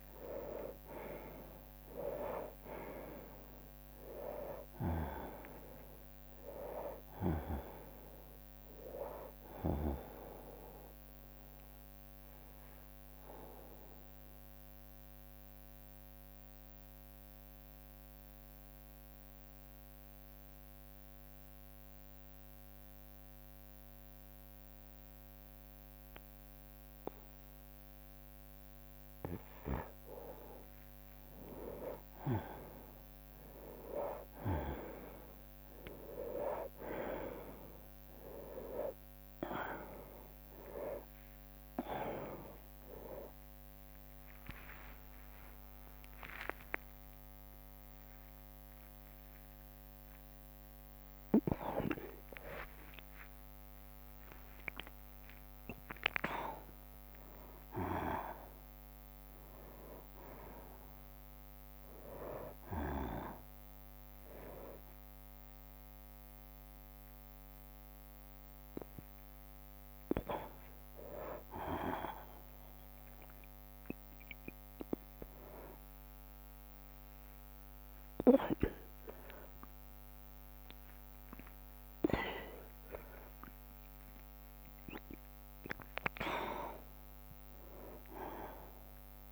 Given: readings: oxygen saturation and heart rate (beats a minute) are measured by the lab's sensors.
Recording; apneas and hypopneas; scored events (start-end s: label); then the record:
a person awake in a sleep study, by a microphone on the trachea; 1
0.00-1.50 s: arousal
0.00-11.00 s: drop in pulse transit time (device-marked, heart rate 69 extreme)
0.00-13.00 s: oxygen desaturation (device-marked, oxygen 92% lowest, heart rate 45 extreme)
1.50-3.50 s: long interval between heartbeats (device-marked, heart rate 67 before, 90 extreme)
10.00-20.00 s: bradycardia (device-marked, heart rate 64 before, 53 extreme)
13.00-28.50 s: central apnea (oxygen 98% before, 88% lowest, heart rate 76 before, 45 extreme, up 2 after)
15.00-26.00 s: oxygen desaturation (device-marked, oxygen 93% before, 88% lowest, heart rate 76 before, 45 extreme)
21.00-36.00 s: bradycardia (device-marked, heart rate 64 before, 45 extreme)
39.00-56.00 s: tachycardia (device-marked, heart rate 64 before, 208 extreme)
39.00-64.00 s: drop in pulse transit time (device-marked, heart rate 52 before, 59 extreme)
39.00-69.00 s: oxygen desaturation (device-marked, oxygen 99% before, 92% lowest, heart rate 52 before, 59 extreme)
39.50-41.50 s: long interval between heartbeats (device-marked, heart rate 52 before, 66 extreme)
41.50-43.50 s: long interval between heartbeats (device-marked, heart rate 53 before, 80 extreme)
44.00-89.32 s: new sleep stage, awake
44.50-46.50 s: long interval between heartbeats (device-marked, heart rate 60 before, 159 extreme)
46.50-48.50 s: long interval between heartbeats (device-marked, heart rate 71 before, 193 extreme)
48.50-50.50 s: long interval between heartbeats (device-marked, heart rate 86 before, 178 extreme)
51.50-53.50 s: long interval between heartbeats (device-marked, heart rate 106 before, 166 extreme)
54.00-56.00 s: long interval between heartbeats (device-marked, heart rate 123 before, 135 extreme)
57.50-59.50 s: long interval between heartbeats (device-marked, heart rate 136 before, 104 extreme)
62.00-64.00 s: long interval between heartbeats (device-marked, heart rate 141 before, 65 extreme)
70.00-72.00 s: long interval between heartbeats (device-marked, heart rate 100 before, 83 extreme)
77.50-79.50 s: long interval between heartbeats (device-marked, heart rate 76 before, 70 extreme)
80.50-82.50 s: long interval between heartbeats (device-marked, heart rate 72 before, 88 extreme)
84.00-89.32 s: tachycardia (device-marked, heart rate 67 before, 146 extreme)
85.50-87.50 s: long interval between heartbeats (device-marked, heart rate 77 before, 96 extreme)
From the record:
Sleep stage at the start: N2 (light sleep); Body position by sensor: on the right side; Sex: male